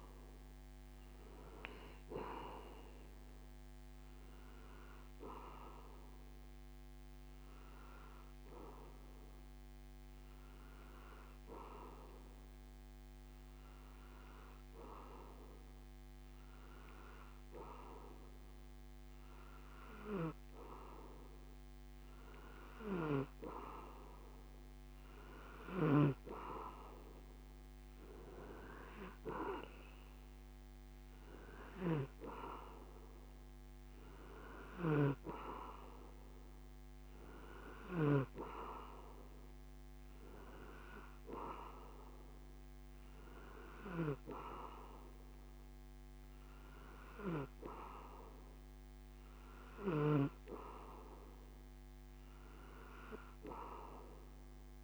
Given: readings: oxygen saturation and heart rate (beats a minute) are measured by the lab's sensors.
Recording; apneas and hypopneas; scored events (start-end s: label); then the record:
breathing in sleep by a microphone on the trachea; none
none scored
From the record:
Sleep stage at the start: N2 (light sleep); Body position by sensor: on the back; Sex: male